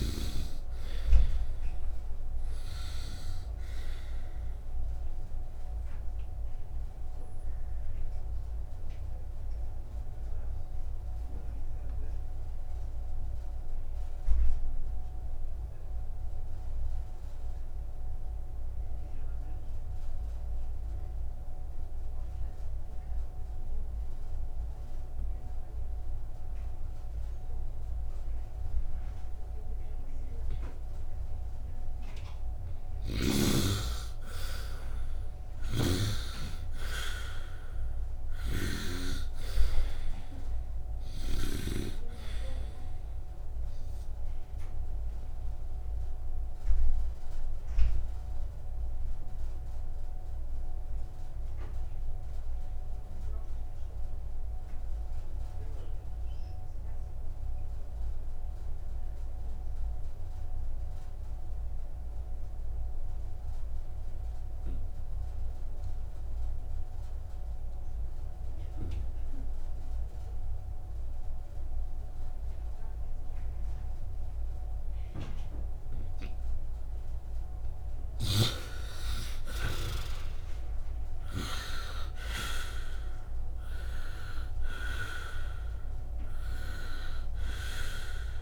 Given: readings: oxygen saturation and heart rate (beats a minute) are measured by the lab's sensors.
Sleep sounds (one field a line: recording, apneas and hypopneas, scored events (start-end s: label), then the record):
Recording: breathing in sleep by a room microphone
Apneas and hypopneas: 2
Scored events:
0.00-22.00 s: oxygen desaturation (device-marked, oxygen 68% lowest, heart rate 58 extreme)
5.50-31.50 s: obstructive apnea (oxygen 98% before, 68% lowest, heart rate 63 before, 58 extreme, up 3 after)
33.00-59.00 s: oxygen desaturation (device-marked, oxygen 98% before, 70% lowest, heart rate 67 before, 55 extreme)
34.50-38.50 s: arousal
35.50-42.00 s: snoring (device-marked)
44.50-77.00 s: obstructive apnea (oxygen 98% before, 65% lowest, heart rate 63 before, 55 extreme, up 8 after)
74.00-88.42 s: oxygen desaturation (device-marked, oxygen 97% before, 65% lowest, heart rate 66 before, 57 extreme)
78.50-82.00 s: arousal
From the record:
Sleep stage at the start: N2 (light sleep)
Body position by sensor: upright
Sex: male